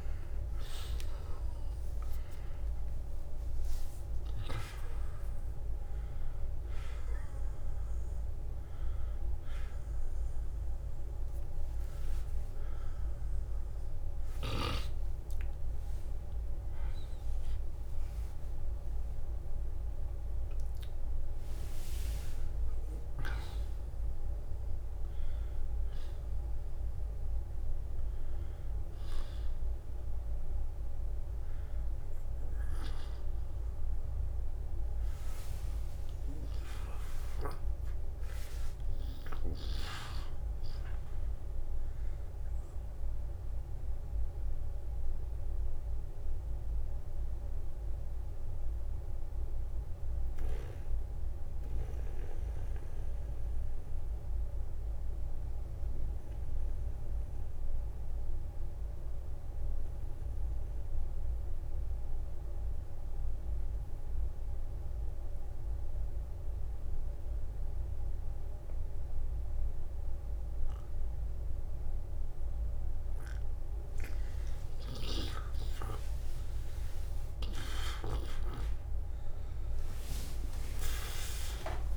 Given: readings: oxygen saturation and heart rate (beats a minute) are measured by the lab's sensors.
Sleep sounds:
breathing in sleep by a room microphone; 1
0.00-26.50 s: oxygen desaturation (device-marked, oxygen 75% lowest, heart rate 50 extreme)
1.50-3.50 s: long interval between heartbeats (device-marked, heart rate 68 before, 75 extreme)
8.50-81.97 s: new sleep stage, N1 (lightest sleep)
21.00-23.00 s: long interval between heartbeats (device-marked, heart rate 72 before, 75 extreme)
24.00-26.00 s: long interval between heartbeats (device-marked, heart rate 73 before, 79 extreme)
34.50-38.50 s: arousal
37.50-39.50 s: long interval between heartbeats (device-marked, heart rate 69 before, 63 extreme)
41.50-72.00 s: mixed apnea (oxygen 97% before, 86% lowest, heart rate 69 before, 44 extreme, up 21 after)
52.50-54.50 s: long interval between heartbeats (device-marked, heart rate 64 before, 56 extreme)
57.50-59.50 s: long interval between heartbeats (device-marked, heart rate 60 before, 54 extreme)
69.50-71.50 s: long interval between heartbeats (device-marked, heart rate 51 before, 53 extreme)
72.50-81.97 s: oxygen desaturation (device-marked, oxygen 95% before, 86% lowest, heart rate 50 before, 44 extreme)
75.50-80.00 s: arousal
77.50-79.50 s: long interval between heartbeats (device-marked, heart rate 49 before, 53 extreme)
78.50-80.50 s: tachycardia (device-marked, heart rate 60 before, 67 extreme)
From the record:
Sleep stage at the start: N2 (light sleep); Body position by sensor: on the back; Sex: male

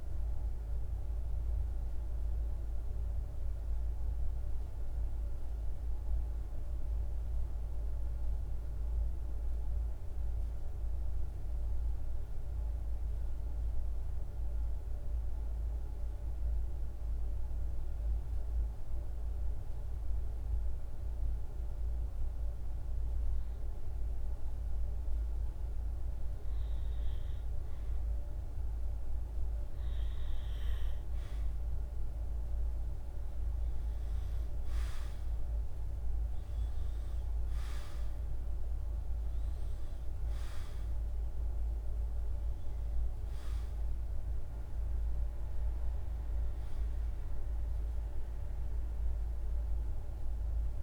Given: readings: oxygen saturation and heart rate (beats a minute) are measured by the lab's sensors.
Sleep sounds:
breathing in sleep, hard to hear, by a room microphone; 1
0.00-4.00 s: oxygen desaturation (device-marked, oxygen 91% lowest, heart rate 52 extreme)
6.00-17.00 s: central apnea (oxygen 98% before, 92% lowest, heart rate 56 before, 54 extreme, up 1 after)
21.00-25.50 s: arousal
23.00-50.83 s: oxygen desaturation (device-marked, oxygen 99% before, 92% lowest, heart rate 55 before, 52 extreme)
From the record:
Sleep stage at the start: N2 (light sleep); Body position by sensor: on the right side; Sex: male

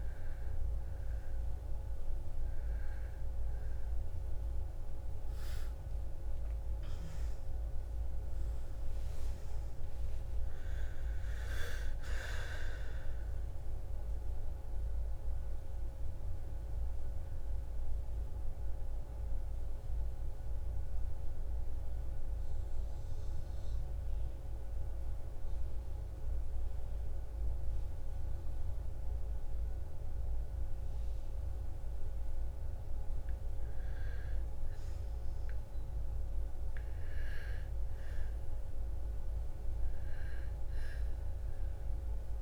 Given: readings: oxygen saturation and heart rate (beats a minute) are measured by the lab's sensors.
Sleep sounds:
breathing in sleep, hard to hear, by a room microphone; 1
0.50-13.50 s: oxygen desaturation (device-marked, oxygen 96% before, 88% lowest, heart rate 59 before, 55 extreme)
5.00-10.00 s: arousal
18.50-32.00 s: central apnea (oxygen 97% before, 90% lowest, heart rate 68 before, 55 extreme, up 8 after)
34.00-38.00 s: arousal
40.50-42.42 s: oxygen desaturation (device-marked, oxygen 98% before, 90% lowest, heart rate 58 before, 57 extreme)
From the record:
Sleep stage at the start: N2 (light sleep); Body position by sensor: on the back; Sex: female

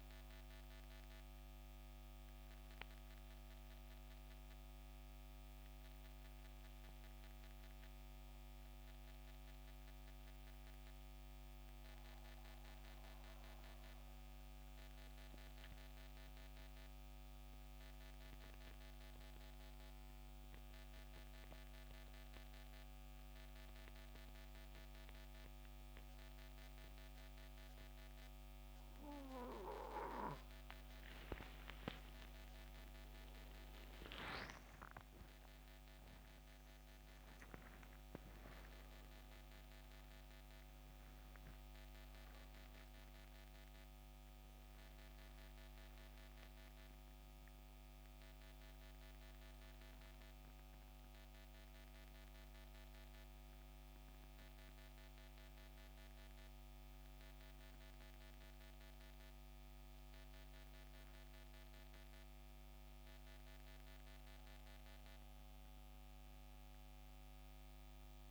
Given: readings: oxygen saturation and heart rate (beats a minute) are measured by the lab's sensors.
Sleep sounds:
breathing in sleep by a microphone on the trachea; 1
0.00-17.00 s: oxygen desaturation (device-marked, oxygen 88% lowest, heart rate 66 extreme)
11.50-27.50 s: central apnea (oxygen 95% before, 87% lowest, heart rate 75 before, 66 extreme, up 12 after)
30.50-35.00 s: arousal
36.00-68.31 s: oxygen desaturation (device-marked, oxygen 95% before, 87% lowest, heart rate 68 before, 63 extreme)
From the record:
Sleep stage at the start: N2 (light sleep); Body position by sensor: on the back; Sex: male

